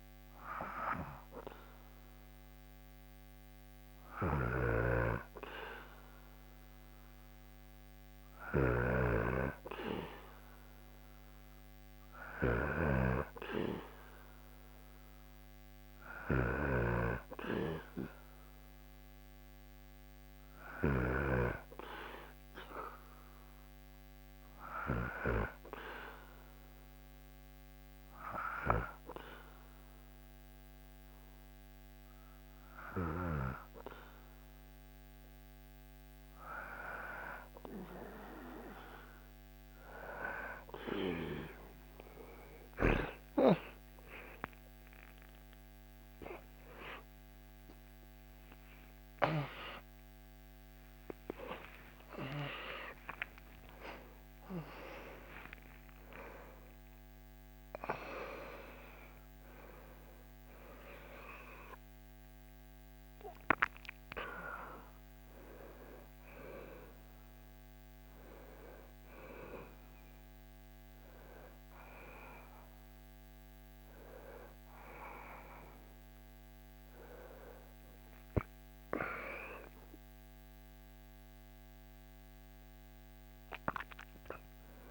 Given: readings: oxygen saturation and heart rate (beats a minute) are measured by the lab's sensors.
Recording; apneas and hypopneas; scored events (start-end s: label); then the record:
breathing in sleep by a microphone on the trachea; 1
3.50-21.00 s: snoring (device-marked)
17.00-84.91 s: new sleep stage, N2 (light sleep)
27.50-38.00 s: hypopnea (oxygen 97% before, 94% lowest, heart rate 76 before, 78 extreme, up 5 after)
40.00-45.00 s: arousal
From the record:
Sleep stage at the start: REM sleep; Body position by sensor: on the back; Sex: male